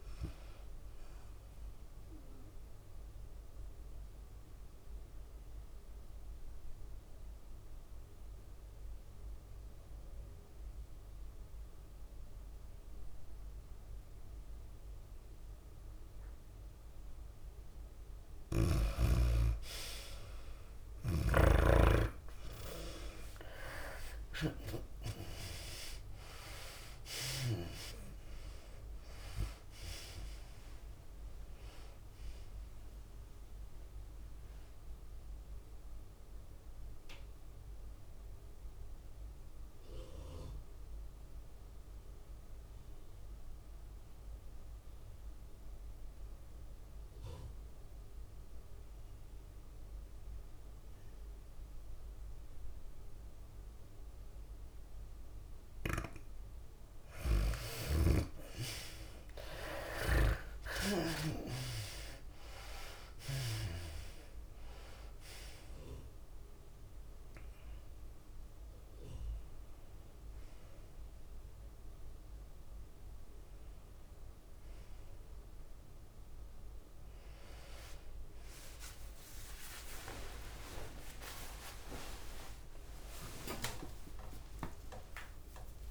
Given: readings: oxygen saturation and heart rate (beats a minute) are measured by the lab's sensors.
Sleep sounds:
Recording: breathing in sleep by a room microphone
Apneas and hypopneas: 2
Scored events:
0.00-10.00 s: oxygen desaturation (device-marked, oxygen 83% lowest, heart rate 106 extreme)
0.00-85.90 s: tachycardia (device-marked, heart rate 168 extreme)
2.50-4.50 s: long interval between heartbeats (device-marked, heart rate 125 before, 115 extreme)
5.00-18.50 s: mixed apnea (oxygen 98% before, 78% lowest, heart rate 123 before, 115 extreme, up 36 after)
8.00-10.00 s: long interval between heartbeats (device-marked, heart rate 122 before, 110 extreme)
14.00-16.00 s: long interval between heartbeats (device-marked, heart rate 121 before, 126 extreme)
16.50-18.50 s: long interval between heartbeats (device-marked, heart rate 120 before, 135 extreme)
19.50-21.50 s: long interval between heartbeats (device-marked, heart rate 121 before, 140 extreme)
20.00-43.00 s: oxygen desaturation (device-marked, oxygen 97% before, 84% lowest, heart rate 122 before, 105 extreme)
21.00-24.00 s: arousal
24.00-26.00 s: long interval between heartbeats (device-marked, heart rate 129 before, 153 extreme)
28.00-43.00 s: drop in pulse transit time (device-marked, heart rate 135 before, 115 extreme)
30.00-32.00 s: long interval between heartbeats (device-marked, heart rate 135 before, 116 extreme)
35.00-56.50 s: mixed apnea (oxygen 97% before, 78% lowest, heart rate 134 before, 104 extreme, up 31 after)
36.50-38.50 s: long interval between heartbeats (device-marked, heart rate 134 before, 133 extreme)
40.00-42.00 s: long interval between heartbeats (device-marked, heart rate 132 before, 124 extreme)
42.50-44.50 s: long interval between heartbeats (device-marked, heart rate 130 before, 119 extreme)
45.50-47.50 s: long interval between heartbeats (device-marked, heart rate 126 before, 116 extreme)
49.50-51.50 s: long interval between heartbeats (device-marked, heart rate 122 before, 114 extreme)
50.00-82.00 s: oxygen desaturation (device-marked, oxygen 97% before, 78% lowest, heart rate 122 before, 34 extreme)
55.50-57.50 s: long interval between heartbeats (device-marked, heart rate 123 before, 122 extreme)
58.50-62.00 s: arousal
61.00-63.00 s: long interval between heartbeats (device-marked, heart rate 120 before, 129 extreme)
62.00-75.00 s: drop in pulse transit time (device-marked, heart rate 120 before, 106 extreme)
80.00-82.00 s: long interval between heartbeats (device-marked, heart rate 114 before, 121 extreme)
83.00-85.00 s: long interval between heartbeats (device-marked, heart rate 116 before, 154 extreme)
From the record:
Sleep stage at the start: N2 (light sleep)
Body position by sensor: on the back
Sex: female

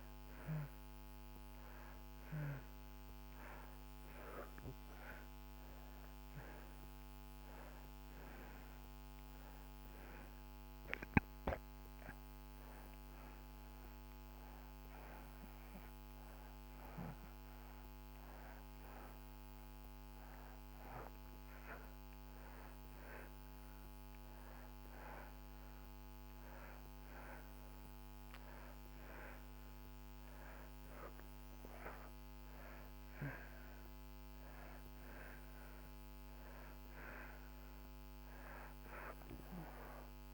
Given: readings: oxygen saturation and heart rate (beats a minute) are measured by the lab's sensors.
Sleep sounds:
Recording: breathing in sleep by a microphone on the trachea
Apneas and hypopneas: none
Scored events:
4.00-40.34 s: new sleep stage, N2 (light sleep)
From the record:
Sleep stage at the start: N1 (lightest sleep)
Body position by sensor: on the back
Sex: male

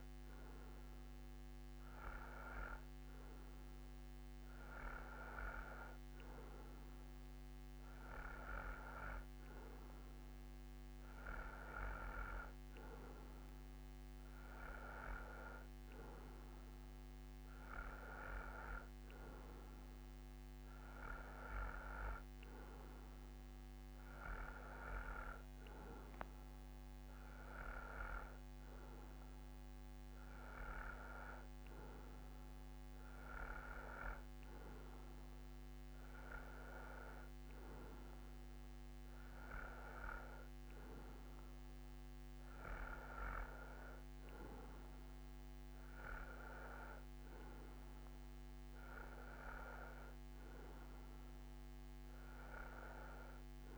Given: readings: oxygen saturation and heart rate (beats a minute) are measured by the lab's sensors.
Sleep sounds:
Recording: breathing in sleep by a microphone on the trachea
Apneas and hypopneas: none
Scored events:
none scored
From the record:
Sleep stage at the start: N2 (light sleep)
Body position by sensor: on the right side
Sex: male

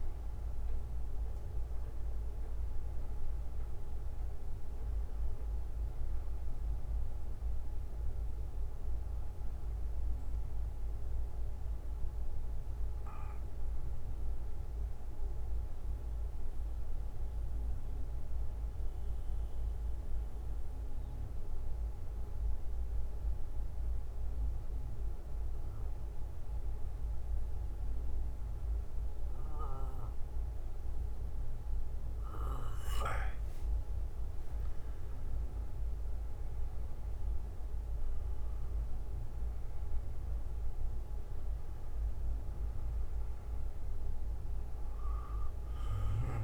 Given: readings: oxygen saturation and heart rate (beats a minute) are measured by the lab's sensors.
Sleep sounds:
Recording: breathing in sleep, hard to hear, by a room microphone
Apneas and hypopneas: 1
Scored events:
7.00-32.00 s: bradycardia (device-marked, heart rate 60 before, 43 extreme)
10.00-33.50 s: central apnea (oxygen 97% before, 91% lowest, heart rate 63 before, 49 extreme, up 18 after)
14.00-23.00 s: oxygen desaturation (device-marked, oxygen 95% before, 92% lowest, heart rate 62 before, 54 extreme)
36.00-40.00 s: arousal
41.00-46.44 s: oxygen desaturation (device-marked, oxygen 97% before, 91% lowest, heart rate 59 before, 47 extreme)
From the record:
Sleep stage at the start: N2 (light sleep)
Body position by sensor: on the back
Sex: male

